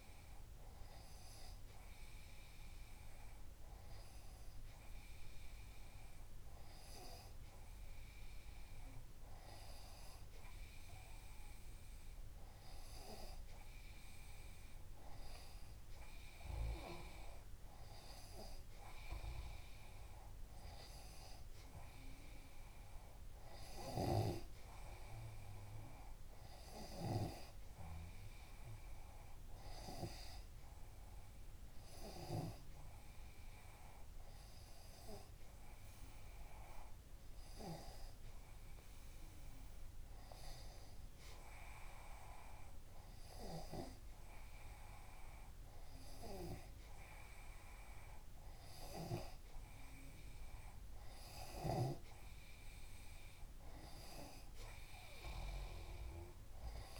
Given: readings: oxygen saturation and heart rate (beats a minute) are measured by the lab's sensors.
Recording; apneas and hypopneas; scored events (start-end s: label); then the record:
breathing in sleep by a room microphone; none
5.00-7.00 s: long interval between heartbeats (device-marked, heart rate 108 before, 46 extreme)
9.00-11.00 s: long interval between heartbeats (device-marked, heart rate 83 before, 50 extreme)
23.00-25.00 s: long interval between heartbeats (device-marked, heart rate 37 before, 43 extreme)
28.00-30.00 s: long interval between heartbeats (device-marked, heart rate 38 before, 76 extreme)
29.00-33.00 s: tachycardia (device-marked, heart rate 80 before, 115 extreme)
30.00-32.00 s: long interval between heartbeats (device-marked, heart rate 41 before, 90 extreme)
32.50-34.50 s: long interval between heartbeats (device-marked, heart rate 46 before, 115 extreme)
35.50-37.50 s: long interval between heartbeats (device-marked, heart rate 55 before, 100 extreme)
38.50-40.50 s: long interval between heartbeats (device-marked, heart rate 67 before, 93 extreme)
39.00-41.00 s: tachycardia (device-marked, heart rate 79 before, 96 extreme)
42.50-44.50 s: long interval between heartbeats (device-marked, heart rate 83 before, 102 extreme)
47.50-49.50 s: long interval between heartbeats (device-marked, heart rate 96 before, 82 extreme)
52.00-54.00 s: long interval between heartbeats (device-marked, heart rate 92 before, 78 extreme)
54.00-56.00 s: long interval between heartbeats (device-marked, heart rate 89 before, 74 extreme)
From the record:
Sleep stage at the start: N2 (light sleep); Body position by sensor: on the back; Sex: male